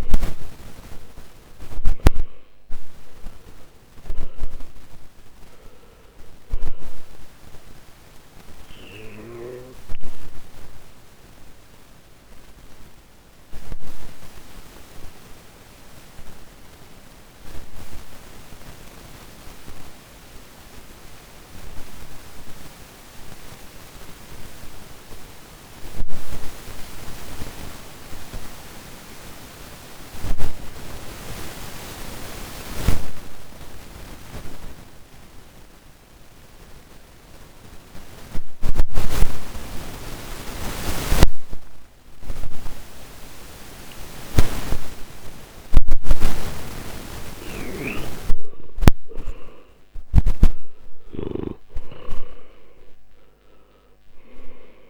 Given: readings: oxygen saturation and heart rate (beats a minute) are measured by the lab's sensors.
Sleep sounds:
breathing in sleep by a microphone on the trachea; 1
0.00-35.50 s: oxygen desaturation (device-marked, oxygen 75% lowest, heart rate 50 extreme)
8.00-47.50 s: obstructive apnea (oxygen 98% before, 75% lowest, heart rate 67 before, 50 extreme, up 19 after)
47.50-51.50 s: snoring (device-marked)
49.00-53.50 s: arousal
53.50-54.90 s: oxygen desaturation (device-marked, oxygen 97% before, 76% lowest, heart rate 58 before, 51 extreme)
From the record:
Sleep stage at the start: N2 (light sleep); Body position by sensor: on the back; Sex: male

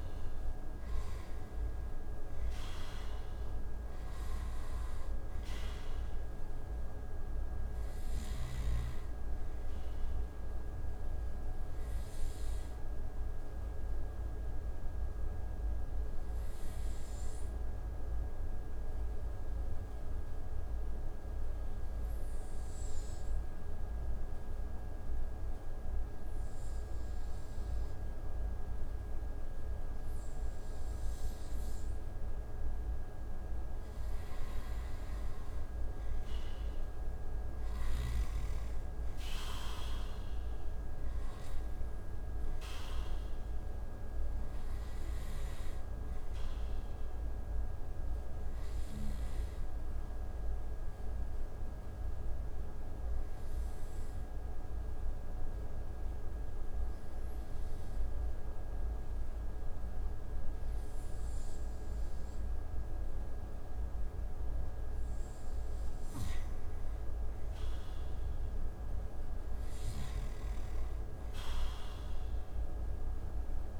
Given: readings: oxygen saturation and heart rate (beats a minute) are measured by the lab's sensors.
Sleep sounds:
breathing in sleep, hard to hear, by a room microphone; 2
0.00-5.00 s: arousal
0.50-25.50 s: oxygen desaturation (device-marked, oxygen 96% before, 88% lowest)
13.00-31.50 s: obstructive apnea (oxygen 96% before, 88% lowest)
35.50-40.00 s: arousal
44.50-62.50 s: oxygen desaturation (device-marked, oxygen 94% before, 88% lowest)
48.50-64.50 s: obstructive apnea (oxygen 95% before, 88% lowest)
67.00-70.50 s: arousal
From the record:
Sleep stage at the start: N2 (light sleep); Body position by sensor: on the right side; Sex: male

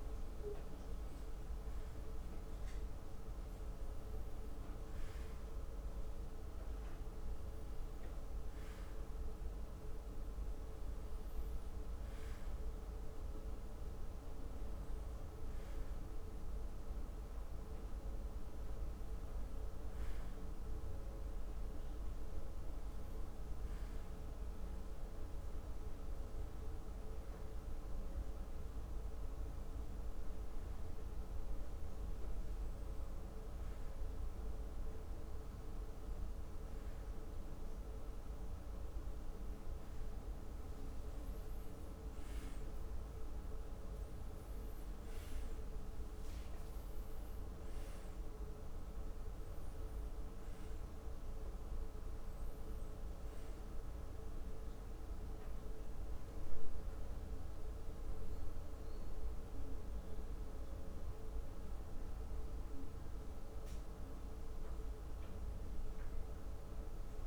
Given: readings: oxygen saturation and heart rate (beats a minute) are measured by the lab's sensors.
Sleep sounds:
breathing in sleep, hard to hear, by a room microphone; none
40.50-45.50 s: arousal
From the record:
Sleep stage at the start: N1 (lightest sleep); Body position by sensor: on the left side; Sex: male

